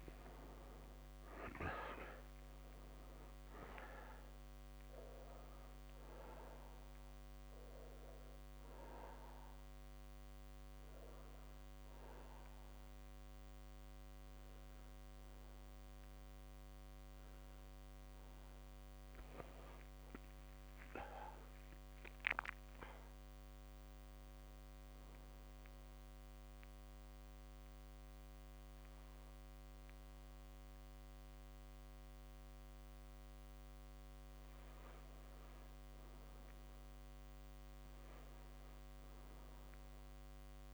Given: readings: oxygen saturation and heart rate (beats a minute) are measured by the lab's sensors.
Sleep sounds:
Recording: breathing in sleep by a microphone on the trachea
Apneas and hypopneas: 1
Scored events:
3.00-29.00 s: oxygen desaturation (device-marked, oxygen 99% before, 89% lowest)
7.50-18.50 s: obstructive apnea (oxygen 100% before, 89% lowest)
21.00-25.00 s: arousal
From the record:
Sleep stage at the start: N2 (light sleep)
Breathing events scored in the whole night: 301 in 3.3 hours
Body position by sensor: on the back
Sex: male

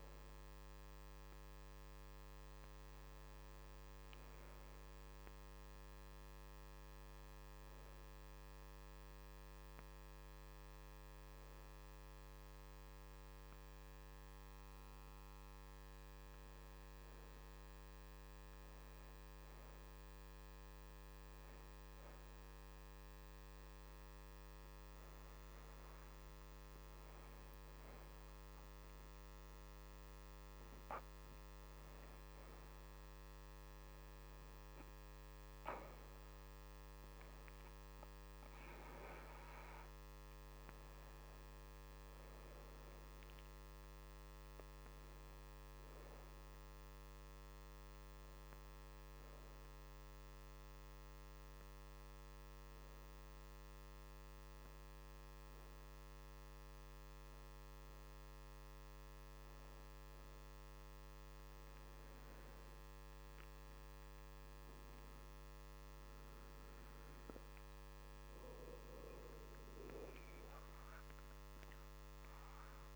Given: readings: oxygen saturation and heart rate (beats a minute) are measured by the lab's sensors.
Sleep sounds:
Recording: breathing in sleep, hard to hear, by a microphone on the trachea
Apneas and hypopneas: none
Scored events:
24.00-37.00 s: oxygen desaturation (device-marked, oxygen 91% before, 82% lowest, heart rate 89 before, 79 extreme)
66.00-72.95 s: oxygen desaturation (device-marked, oxygen 87% before, 83% lowest, heart rate 81 before, 76 extreme)
From the record:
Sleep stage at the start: N1 (lightest sleep)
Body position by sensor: on the back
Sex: female

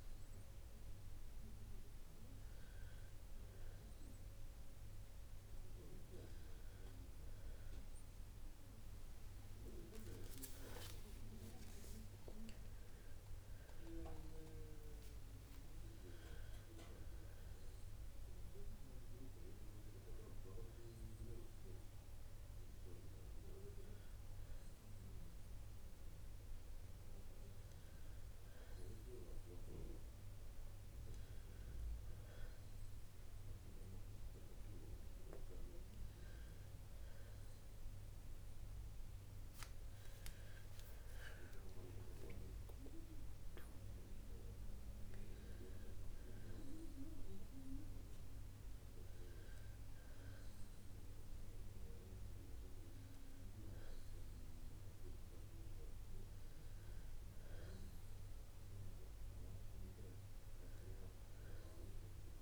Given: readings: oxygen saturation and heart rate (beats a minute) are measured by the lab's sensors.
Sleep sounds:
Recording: breathing in sleep by a room microphone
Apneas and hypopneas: 1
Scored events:
11.50-16.00 s: arousal
18.00-28.50 s: hypopnea (oxygen 93% before, 91% lowest, heart rate 64 before, 61 extreme, up 3 after)
31.50-36.00 s: arousal
From the record:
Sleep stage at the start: N2 (light sleep)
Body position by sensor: on the back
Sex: female

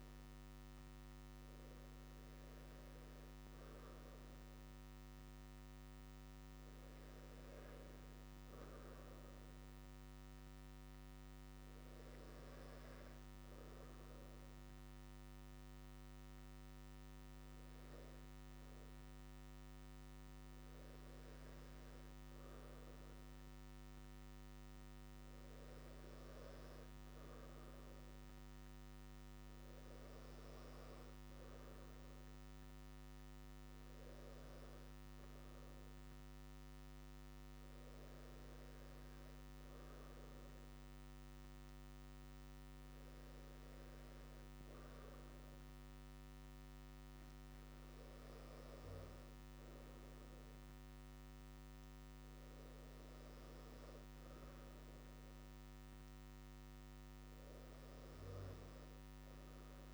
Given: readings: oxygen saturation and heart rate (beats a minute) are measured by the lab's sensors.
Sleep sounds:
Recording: breathing in sleep, hard to hear, by a microphone on the trachea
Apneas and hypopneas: none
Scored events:
none scored
From the record:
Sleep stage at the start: N2 (light sleep)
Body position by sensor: on the right side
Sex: male

